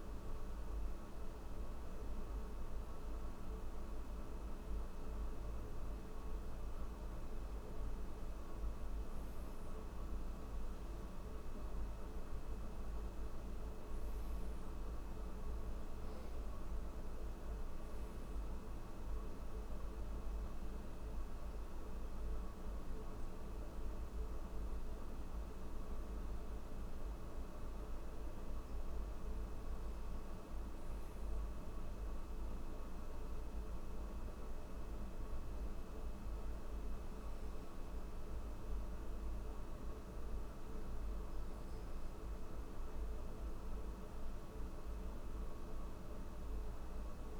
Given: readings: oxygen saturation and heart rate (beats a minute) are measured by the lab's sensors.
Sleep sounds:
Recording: breathing in sleep, hard to hear, by a room microphone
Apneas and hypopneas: none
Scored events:
7.00-47.40 s: new sleep stage, N1 (lightest sleep)
From the record:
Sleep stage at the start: N3 (deep sleep)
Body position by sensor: on the back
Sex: male

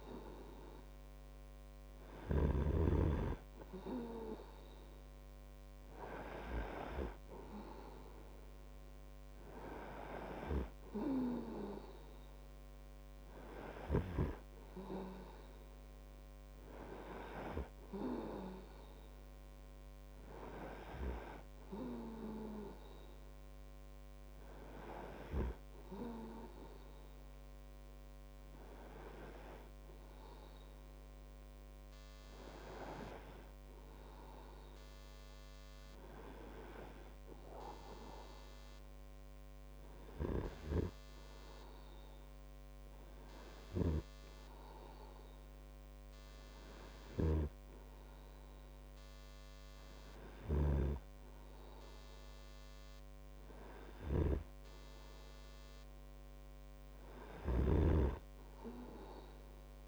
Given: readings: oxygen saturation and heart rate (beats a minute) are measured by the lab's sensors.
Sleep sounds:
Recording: breathing in sleep by a microphone on the trachea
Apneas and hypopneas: none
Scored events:
0.00-3.00 s: snoring (device-marked)
5.50-9.50 s: arousal
47.50-51.00 s: snoring (device-marked)
From the record:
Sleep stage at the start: N2 (light sleep)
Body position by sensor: on the right side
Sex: male

